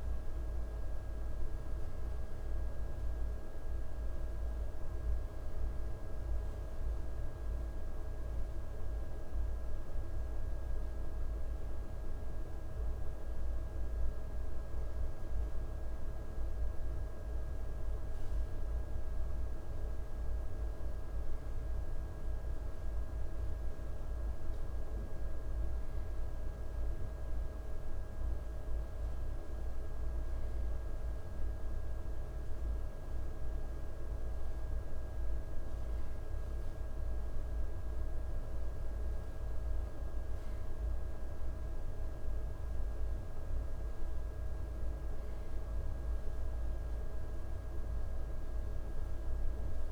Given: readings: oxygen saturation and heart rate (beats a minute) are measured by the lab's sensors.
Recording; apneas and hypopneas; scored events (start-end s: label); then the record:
breathing in sleep, hard to hear, by a room microphone; none
none scored
From the record:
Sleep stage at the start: N1 (lightest sleep); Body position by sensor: on the right side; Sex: male